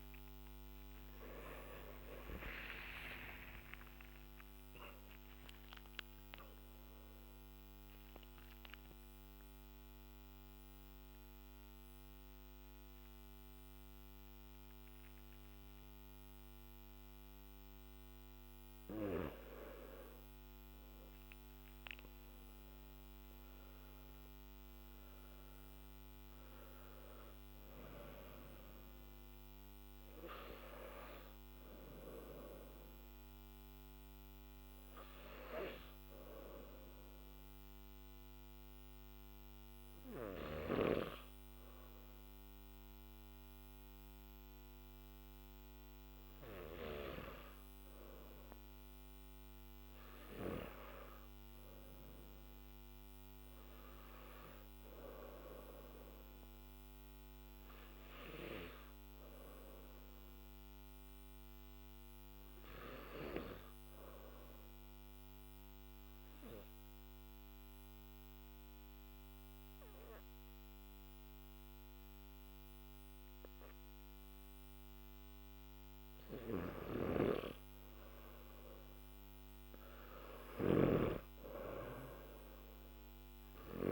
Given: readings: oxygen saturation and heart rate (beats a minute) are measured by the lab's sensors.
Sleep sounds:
breathing in sleep by a microphone on the trachea; 2
29.00-44.00 s: oxygen desaturation (device-marked, oxygen 97% before, 93% lowest, heart rate 62 before, 49 extreme)
36.00-48.50 s: obstructive apnea (oxygen 97% before, 92% lowest, heart rate 57 before, 50 extreme, up 7 after)
65.50-79.00 s: obstructive apnea (oxygen 97% before, 92% lowest, heart rate 53 before, 52 extreme, up 5 after)
80.00-83.91 s: snoring (device-marked)
From the record:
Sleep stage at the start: N3 (deep sleep); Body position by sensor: on the back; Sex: male

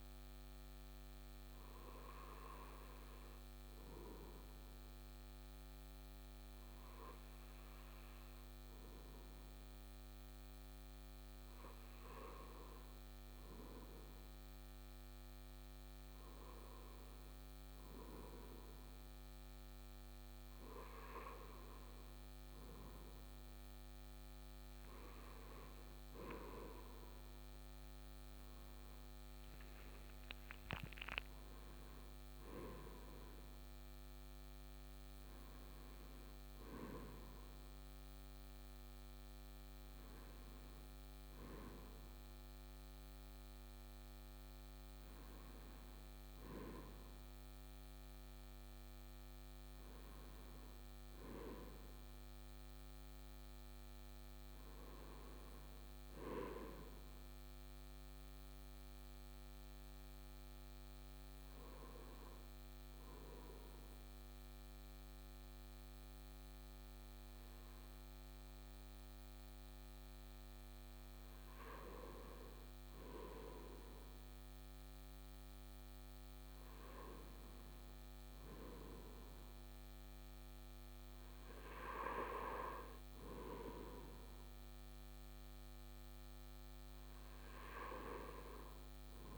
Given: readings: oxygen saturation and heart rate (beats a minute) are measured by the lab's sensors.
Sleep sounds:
breathing in sleep by a microphone on the trachea; 1
58.00-70.50 s: hypopnea (oxygen 98% before, 95% lowest, heart rate 57 before, 53 extreme, up 2 after)
73.50-77.50 s: arousal
From the record:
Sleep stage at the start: N2 (light sleep); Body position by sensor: on the right side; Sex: male

